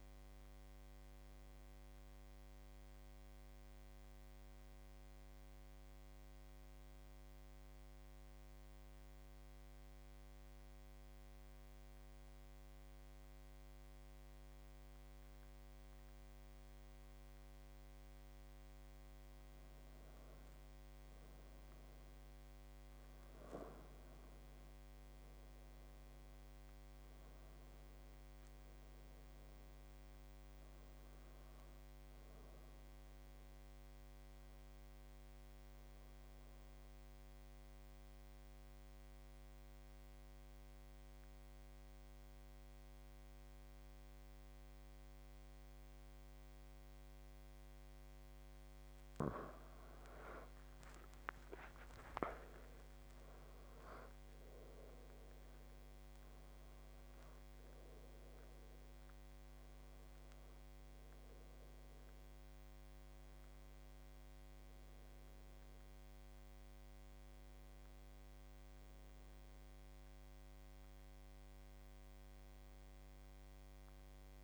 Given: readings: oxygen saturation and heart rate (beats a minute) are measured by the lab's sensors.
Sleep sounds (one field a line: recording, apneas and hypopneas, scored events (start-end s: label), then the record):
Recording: breathing in sleep, hard to hear, by a microphone on the trachea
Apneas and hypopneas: 2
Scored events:
7.50-19.50 s: central apnea (oxygen 95% before, 86% lowest, heart rate 77 before, 77 extreme, up 9 after)
19.50-42.50 s: oxygen desaturation (device-marked, oxygen 95% before, 88% lowest, heart rate 78 before, 77 extreme)
22.50-26.00 s: arousal
30.50-48.50 s: obstructive apnea (oxygen 95% before, 86% lowest, heart rate 83 before, 77 extreme, up 10 after)
51.00-55.50 s: arousal
53.50-74.44 s: oxygen desaturation (device-marked, oxygen 94% before, 86% lowest, heart rate 81 before, 72 extreme)
From the record:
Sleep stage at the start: N2 (light sleep)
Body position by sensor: on the back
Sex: male